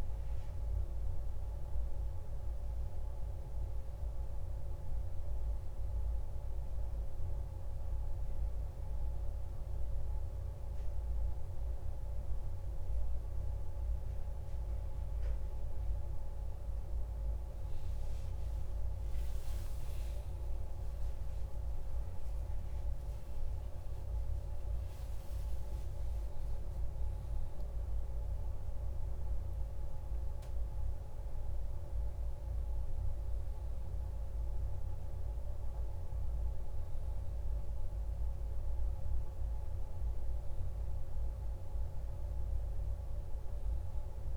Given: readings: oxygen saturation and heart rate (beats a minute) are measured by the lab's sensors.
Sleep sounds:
breathing in sleep, hard to hear, by a room microphone; none
18.50-23.50 s: arousal
From the record:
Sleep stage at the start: N1 (lightest sleep); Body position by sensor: on the back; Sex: male

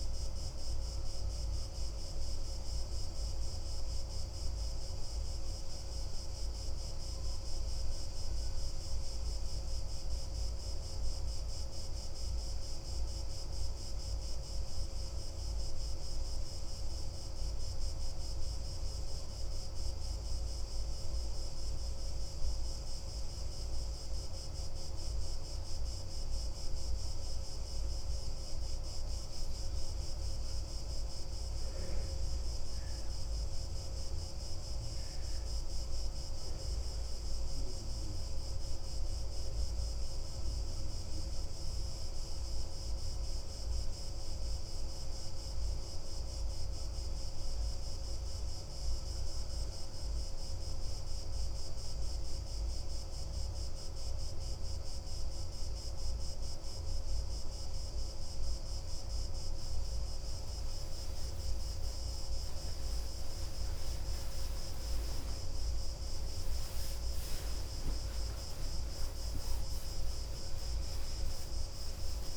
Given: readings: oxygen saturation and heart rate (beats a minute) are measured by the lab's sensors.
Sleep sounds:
a person awake in a sleep study, hard to hear, by a room microphone; none
none scored
From the record:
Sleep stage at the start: awake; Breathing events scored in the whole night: 249 in 4.6 hours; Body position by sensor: on the back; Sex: male

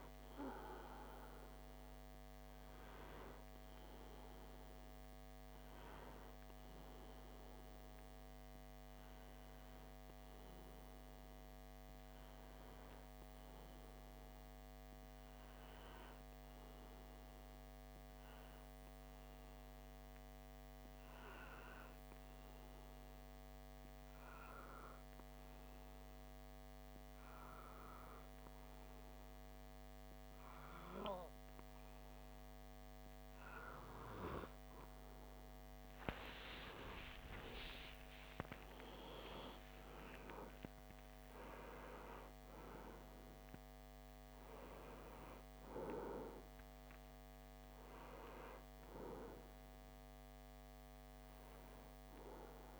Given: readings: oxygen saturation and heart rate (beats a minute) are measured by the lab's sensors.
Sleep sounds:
breathing in sleep by a microphone on the trachea; 1
12.50-35.00 s: obstructive apnea (oxygen 98% before, 94% lowest)
36.00-39.50 s: arousal
From the record:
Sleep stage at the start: N2 (light sleep); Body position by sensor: on the back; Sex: male

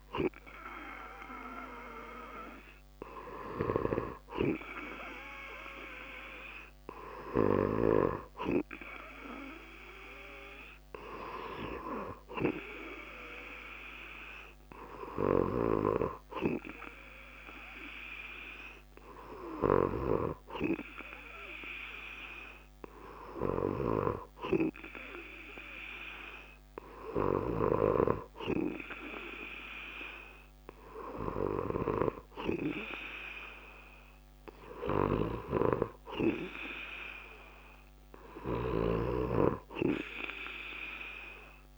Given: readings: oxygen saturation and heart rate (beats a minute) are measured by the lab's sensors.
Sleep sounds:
breathing in sleep by a microphone on the trachea; none
none scored
From the record:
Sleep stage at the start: N2 (light sleep); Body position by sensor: on the back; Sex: male

